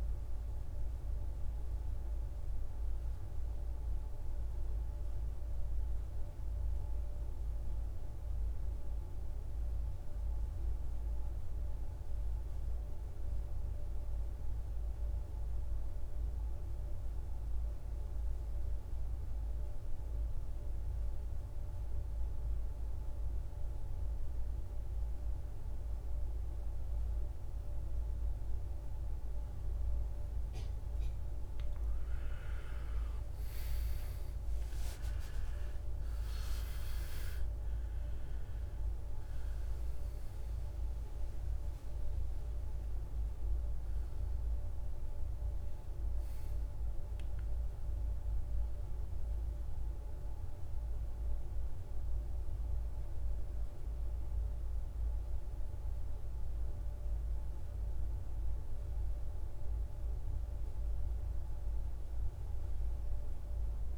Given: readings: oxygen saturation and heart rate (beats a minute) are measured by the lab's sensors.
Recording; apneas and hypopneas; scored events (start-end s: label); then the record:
breathing in sleep, hard to hear, by a room microphone; 1
0.00-15.50 s: oxygen desaturation (device-marked, oxygen 87% lowest, heart rate 56 extreme)
4.00-31.00 s: mixed apnea (oxygen 99% before, 83% lowest, heart rate 62 before, 56 extreme, up 14 after)
26.50-55.50 s: oxygen desaturation (device-marked, oxygen 99% before, 83% lowest, heart rate 57 before, 54 extreme)
33.00-39.00 s: arousal
From the record:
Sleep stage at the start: N2 (light sleep); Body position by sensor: on the back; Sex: male